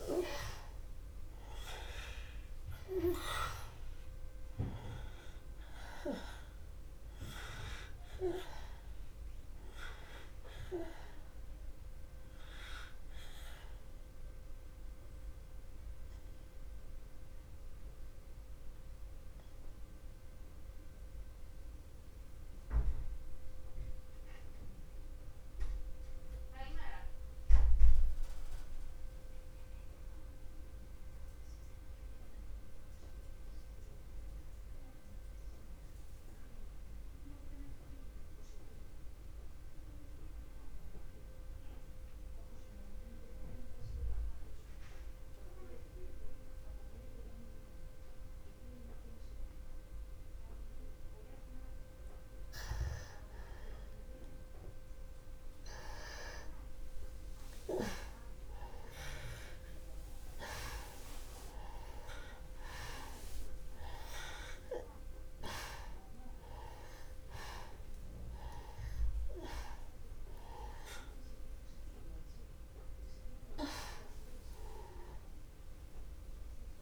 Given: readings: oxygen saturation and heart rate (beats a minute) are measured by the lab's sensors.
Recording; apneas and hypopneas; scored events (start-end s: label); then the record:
breathing in sleep by a room microphone; 1
0.00-39.00 s: oxygen desaturation (device-marked, oxygen 81% lowest, heart rate 61 extreme)
17.50-53.00 s: mixed apnea (oxygen 95% before, 81% lowest, heart rate 61 before, 61 extreme, up 9 after)
51.00-76.82 s: oxygen desaturation (device-marked, oxygen 98% before, 82% lowest, heart rate 61 before, 60 extreme)
55.00-59.50 s: arousal
From the record:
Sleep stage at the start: N2 (light sleep); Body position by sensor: on the back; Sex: male